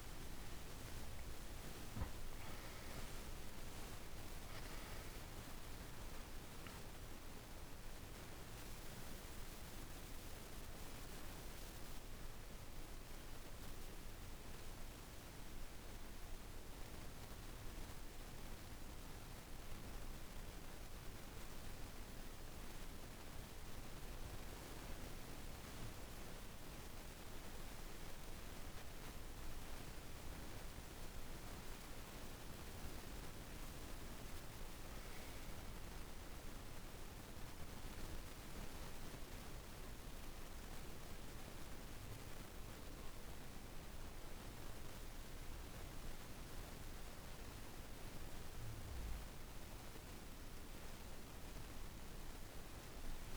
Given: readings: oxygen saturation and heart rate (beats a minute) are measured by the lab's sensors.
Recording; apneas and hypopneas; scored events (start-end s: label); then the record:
breathing in sleep, hard to hear, by a room microphone; 1
0.00-1.00 s: arousal
36.00-48.50 s: hypopnea (oxygen 97% before, 90% lowest, heart rate 62 before, 51 extreme, up 2 after)
51.00-53.37 s: arousal
From the record:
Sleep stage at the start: N1 (lightest sleep); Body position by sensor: on the back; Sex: female